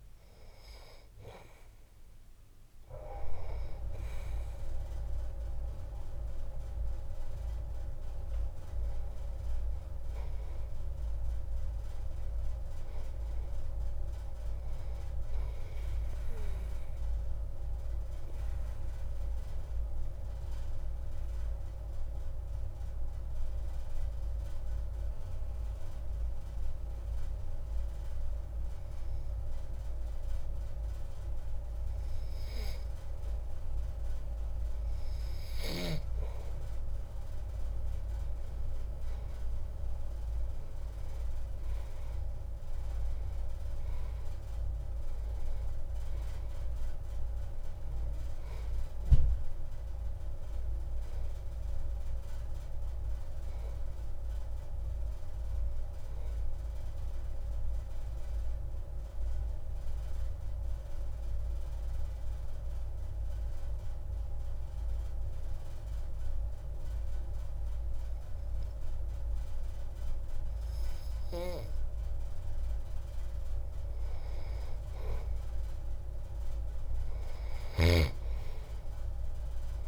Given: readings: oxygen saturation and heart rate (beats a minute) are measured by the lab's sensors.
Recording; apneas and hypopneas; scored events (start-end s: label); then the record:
breathing in sleep, hard to hear, by a room microphone; 2
10.00-14.00 s: arousal
19.50-34.00 s: obstructive apnea (oxygen 93% before, 92% lowest)
39.00-43.00 s: arousal
58.00-71.50 s: obstructive apnea (oxygen 95% before, 92% lowest)
75.50-79.00 s: arousal
From the record:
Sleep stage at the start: N2 (light sleep); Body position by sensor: on the back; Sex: male